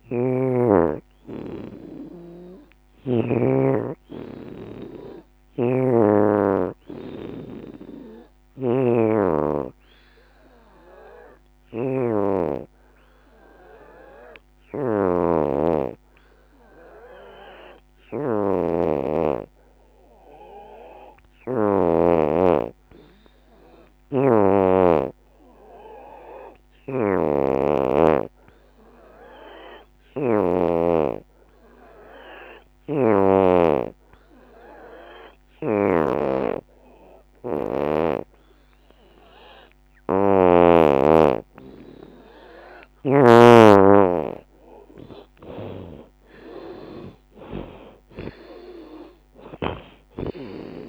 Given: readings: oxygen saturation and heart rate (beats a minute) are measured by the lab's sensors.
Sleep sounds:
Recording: breathing in sleep by a microphone on the trachea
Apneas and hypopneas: 1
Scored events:
0.00-5.50 s: oxygen desaturation (device-marked, oxygen 82% lowest, heart rate 63 extreme)
7.50-16.50 s: oxygen desaturation (device-marked, oxygen 92% before, 87% lowest, heart rate 81 before, 69 extreme)
7.50-39.50 s: obstructive apnea (oxygen 92% before, 82% lowest, heart rate 81 before, 68 extreme, up 5 after)
24.50-50.89 s: oxygen desaturation (device-marked, oxygen 88% before, 82% lowest, heart rate 76 before, 66 extreme)
28.50-37.50 s: drop in pulse transit time (device-marked, heart rate 76 before, 79 extreme)
44.00-49.00 s: arousal
From the record:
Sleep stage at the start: N2 (light sleep)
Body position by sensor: on the back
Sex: female

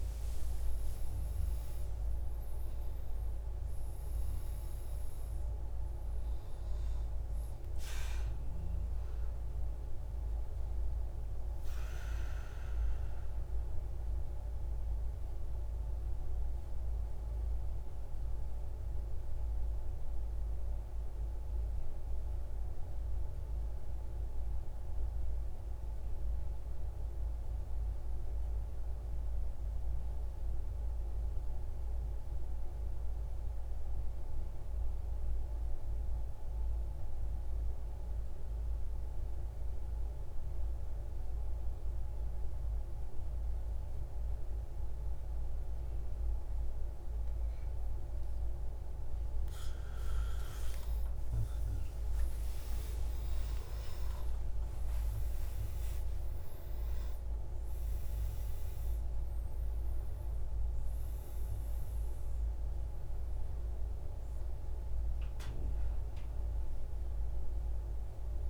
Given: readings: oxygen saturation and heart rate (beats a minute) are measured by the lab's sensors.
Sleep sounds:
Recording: breathing in sleep, hard to hear, by a room microphone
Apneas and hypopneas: 1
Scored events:
0.00-20.50 s: oxygen desaturation (device-marked, oxygen 90% lowest, heart rate 46 extreme)
16.50-48.50 s: central apnea (oxygen 97% before, 90% lowest, heart rate 79 before, 104 extreme, up 60 after)
39.50-68.50 s: oxygen desaturation (device-marked, oxygen 98% before, 90% lowest, heart rate 119 before, 103 extreme)
50.00-53.50 s: arousal
From the record:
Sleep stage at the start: N2 (light sleep)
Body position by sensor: on the right side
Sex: male

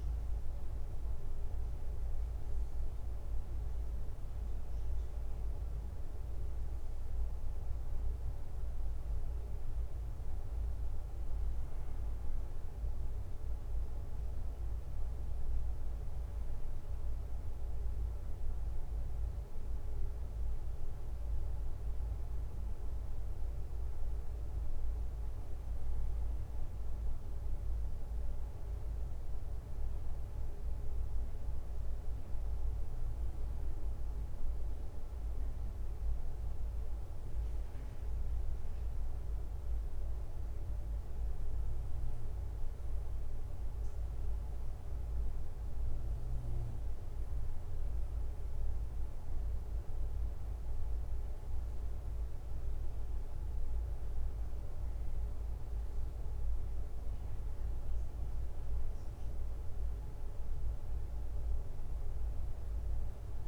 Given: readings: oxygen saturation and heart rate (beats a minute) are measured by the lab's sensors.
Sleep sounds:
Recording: breathing in sleep, hard to hear, by a room microphone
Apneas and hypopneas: 1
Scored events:
0.00-1.50 s: arousal
0.00-1.50 s: drop in pulse transit time (device-marked, heart rate 69 extreme)
38.00-49.50 s: obstructive apnea (oxygen 96% before, 93% lowest, heart rate 66 before, 66 extreme, up 5 after)
52.00-55.00 s: arousal
From the record:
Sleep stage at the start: N2 (light sleep)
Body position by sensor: on the right side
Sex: male

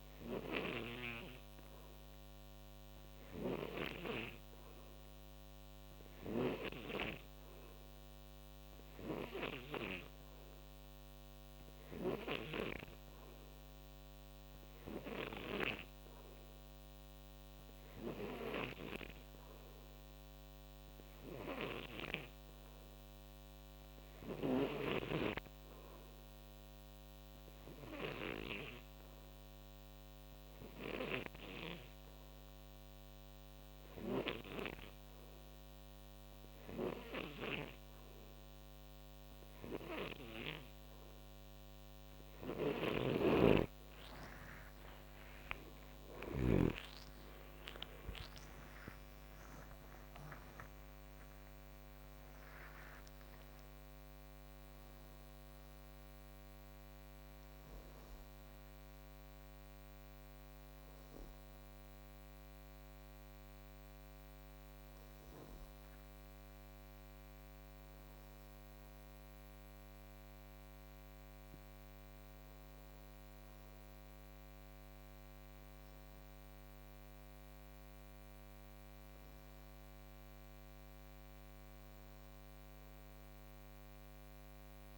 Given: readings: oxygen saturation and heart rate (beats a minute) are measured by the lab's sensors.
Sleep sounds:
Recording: breathing in sleep by a microphone on the trachea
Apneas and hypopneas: none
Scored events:
3.00-6.50 s: snoring (device-marked)
8.50-12.00 s: snoring (device-marked)
42.00-46.50 s: snoring (device-marked)
43.50-84.98 s: new sleep stage, N2 (light sleep)
44.50-51.50 s: arousal
82.50-84.98 s: arousal
From the record:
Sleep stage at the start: N3 (deep sleep)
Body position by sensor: on the right side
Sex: male

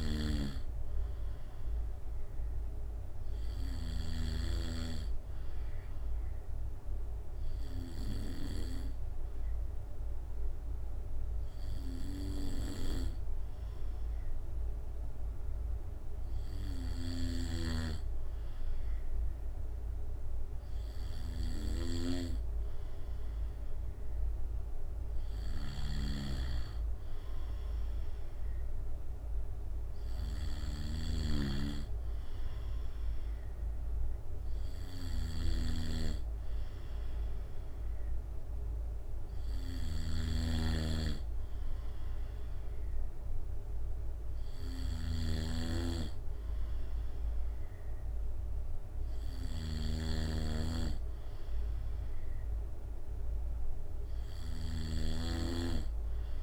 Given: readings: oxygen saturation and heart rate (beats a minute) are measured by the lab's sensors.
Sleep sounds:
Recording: breathing in sleep by a room microphone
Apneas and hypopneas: 1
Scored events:
1.00-4.00 s: arousal
6.50-22.50 s: obstructive apnea (oxygen 96% before, 95% lowest, heart rate 68 before, 65 extreme, up 2 after)
25.00-29.00 s: arousal
31.00-55.00 s: snoring (device-marked)
From the record:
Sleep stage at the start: N2 (light sleep)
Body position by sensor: on the back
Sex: male

